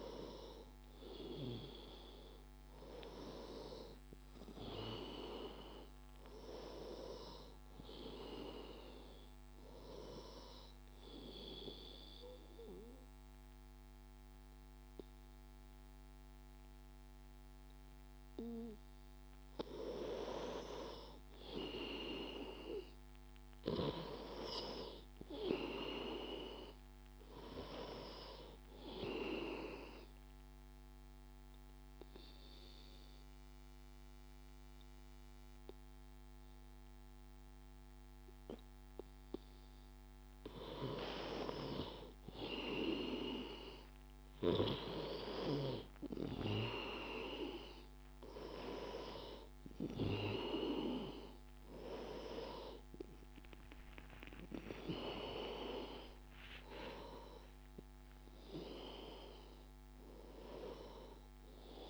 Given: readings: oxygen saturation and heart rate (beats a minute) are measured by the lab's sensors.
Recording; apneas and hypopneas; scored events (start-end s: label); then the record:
breathing in sleep by a microphone on the trachea; 2
9.00-20.00 s: obstructive apnea (oxygen 97% before, 92% lowest, heart rate 87 before, 79 extreme, up 5 after)
11.00-61.90 s: new sleep stage, N2 (light sleep)
22.50-25.50 s: arousal
28.00-38.00 s: oxygen desaturation (device-marked, oxygen 97% before, 93% lowest, heart rate 84 before, 79 extreme)
30.00-41.00 s: obstructive apnea (oxygen 97% before, 91% lowest, heart rate 83 before, 79 extreme, up 6 after)
41.50-46.00 s: arousal
52.00-61.00 s: oxygen desaturation (device-marked, oxygen 96% before, 92% lowest, heart rate 83 before, 74 extreme)
From the record:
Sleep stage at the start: N1 (lightest sleep); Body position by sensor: on the back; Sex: male